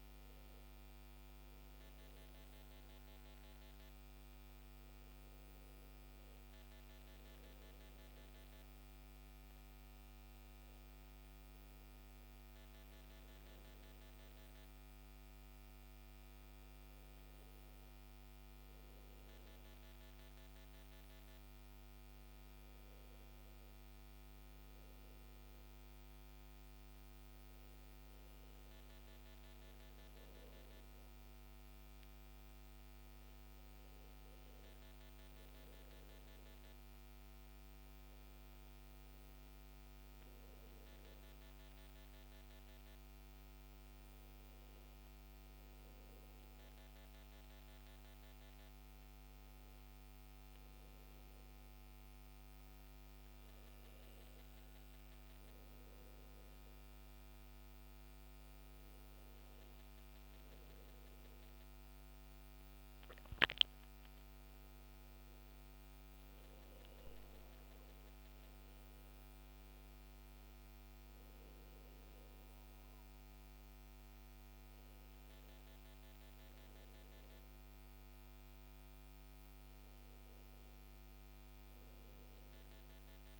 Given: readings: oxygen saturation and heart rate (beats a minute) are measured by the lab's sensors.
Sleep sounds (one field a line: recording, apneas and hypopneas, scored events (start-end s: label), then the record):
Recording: breathing in sleep, hard to hear, by a microphone on the trachea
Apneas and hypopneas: none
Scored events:
none scored
From the record:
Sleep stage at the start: N2 (light sleep)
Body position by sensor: on the back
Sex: male